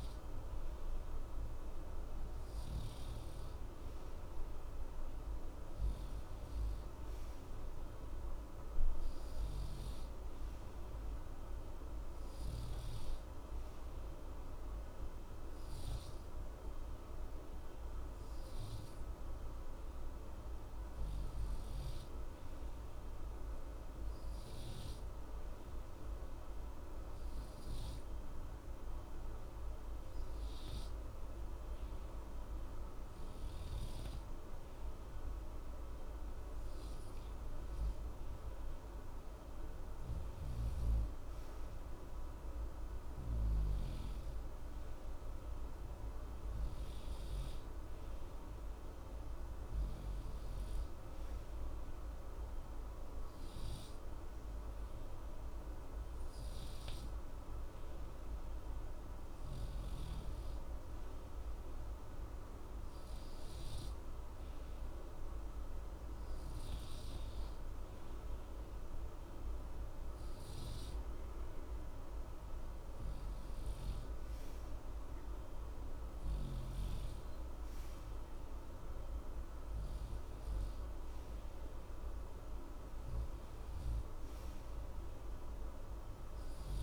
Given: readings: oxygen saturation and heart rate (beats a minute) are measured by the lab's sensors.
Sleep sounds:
breathing in sleep, hard to hear, by a room microphone; 2
22.50-34.00 s: obstructive apnea (oxygen 94% before, 92% lowest, heart rate 60 before, 60 extreme, up 0 after)
37.00-40.50 s: arousal
59.50-72.50 s: hypopnea (oxygen 94% before, 92% lowest, heart rate 60 before, 60 extreme, up 0 after)
75.00-79.50 s: arousal
From the record:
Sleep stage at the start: N2 (light sleep); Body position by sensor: on the right side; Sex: male

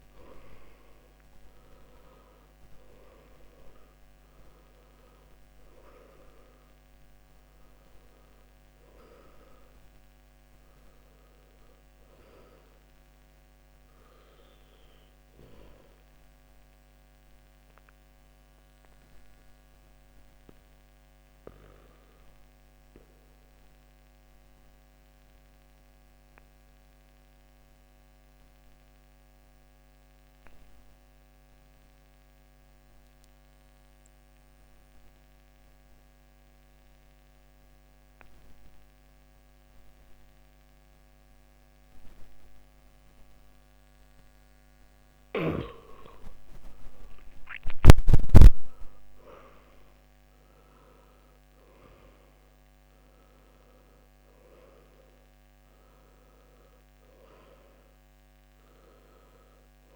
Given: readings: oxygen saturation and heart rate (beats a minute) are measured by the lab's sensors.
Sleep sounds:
breathing in sleep by a microphone on the trachea; 1
0.00-32.00 s: oxygen desaturation (device-marked, oxygen 81% lowest, heart rate 55 extreme)
11.50-47.00 s: obstructive apnea (oxygen 98% before, 81% lowest, heart rate 67 before, 51 extreme, up 15 after)
48.50-51.50 s: arousal
49.00-59.96 s: oxygen desaturation (device-marked, oxygen 98% before, 85% lowest, heart rate 59 before, 51 extreme)
From the record:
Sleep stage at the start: N2 (light sleep); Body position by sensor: on the back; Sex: male

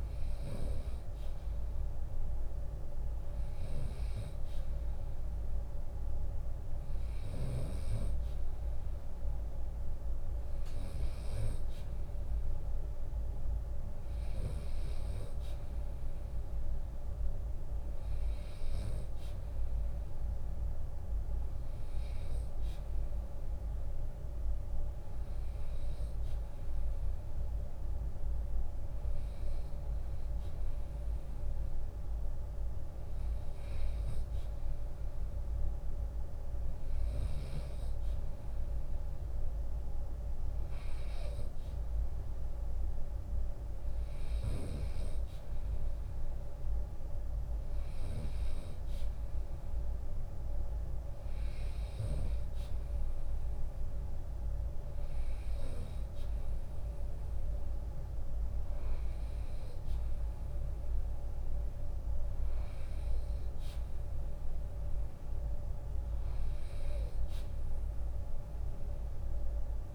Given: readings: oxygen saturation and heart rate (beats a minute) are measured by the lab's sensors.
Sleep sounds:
breathing in sleep, hard to hear, by a room microphone; none
0.00-17.00 s: drop in pulse transit time (device-marked, heart rate 73 extreme)
15.00-17.00 s: long interval between heartbeats (device-marked, heart rate 79 before, 78 extreme)
From the record:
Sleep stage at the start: N2 (light sleep); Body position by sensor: on the right side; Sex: male

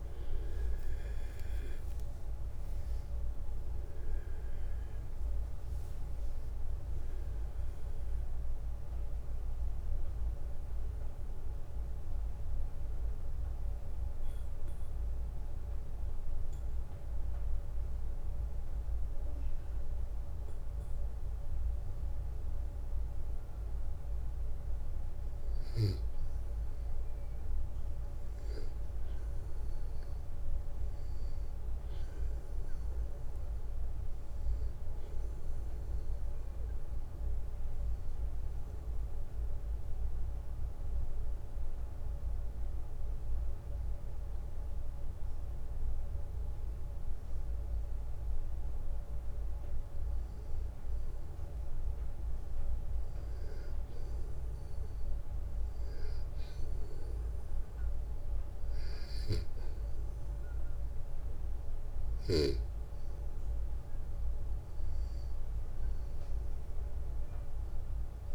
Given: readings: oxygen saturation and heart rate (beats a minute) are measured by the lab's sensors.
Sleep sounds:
breathing in sleep, hard to hear, by a room microphone; 2
0.00-17.00 s: oxygen desaturation (device-marked, oxygen 93% lowest, heart rate 60 extreme)
8.00-21.50 s: mixed apnea (oxygen 97% before, 93% lowest, heart rate 67 before, 60 extreme, up 4 after)
25.50-29.00 s: arousal
29.00-51.00 s: oxygen desaturation (device-marked, oxygen 97% before, 93% lowest, heart rate 63 before, 62 extreme)
38.50-50.00 s: obstructive apnea (oxygen 97% before, 92% lowest, heart rate 64 before, 62 extreme, up 1 after)
57.00-60.50 s: arousal
From the record:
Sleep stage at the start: N2 (light sleep); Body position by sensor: on the back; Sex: male

